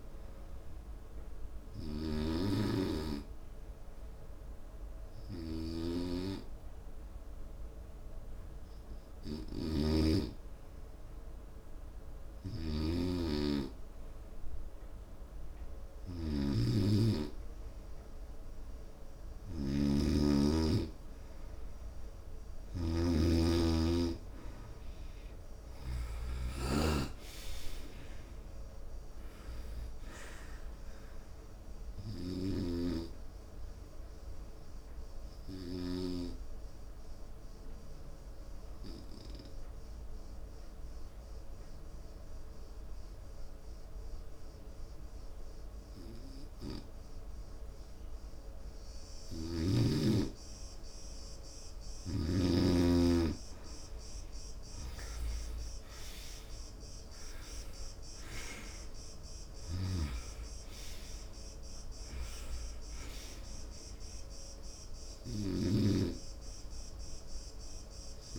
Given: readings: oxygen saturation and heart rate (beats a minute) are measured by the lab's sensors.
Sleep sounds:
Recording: breathing in sleep by a room microphone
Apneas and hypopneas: 2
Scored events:
1.50-14.00 s: hypopnea (oxygen 97% before, 91% lowest, heart rate 72 before, 66 extreme, up 1 after)
13.50-28.50 s: oxygen desaturation (device-marked, oxygen 96% before, 91% lowest, heart rate 71 before, 66 extreme)
18.00-21.50 s: arousal
20.00-23.50 s: snoring (device-marked)
33.50-49.50 s: obstructive apnea (oxygen 96% before, 89% lowest, heart rate 74 before, 68 extreme, up 5 after)
49.50-53.00 s: snoring (device-marked)
51.00-54.50 s: arousal
From the record:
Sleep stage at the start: N2 (light sleep)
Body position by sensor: on the right side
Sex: male

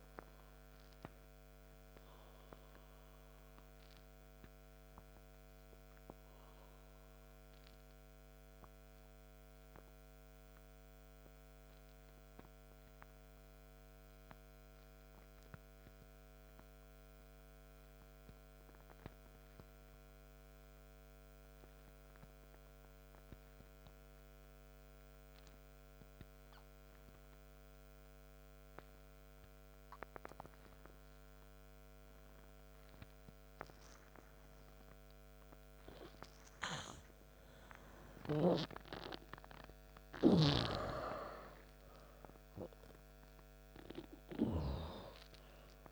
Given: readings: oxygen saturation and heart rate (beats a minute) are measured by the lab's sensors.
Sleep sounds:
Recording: breathing in sleep by a microphone on the trachea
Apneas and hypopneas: 1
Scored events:
0.00-29.00 s: oxygen desaturation (device-marked, oxygen 83% lowest, heart rate 50 extreme)
0.50-36.50 s: obstructive apnea (oxygen 100% before, 83% lowest, heart rate 62 before, 50 extreme, up 20 after)
39.00-44.00 s: arousal
From the record:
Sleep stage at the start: N2 (light sleep)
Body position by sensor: on the right side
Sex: male

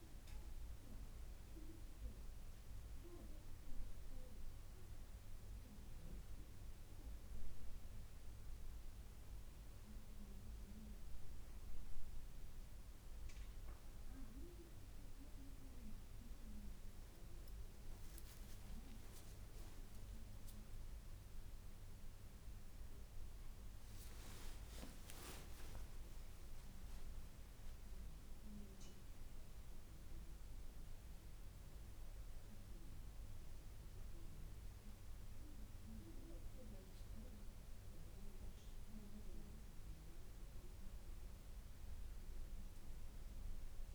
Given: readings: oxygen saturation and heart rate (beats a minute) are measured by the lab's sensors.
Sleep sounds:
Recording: a person awake in a sleep study, by a room microphone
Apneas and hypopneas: none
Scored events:
none scored
From the record:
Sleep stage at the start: awake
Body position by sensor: on the back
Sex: female

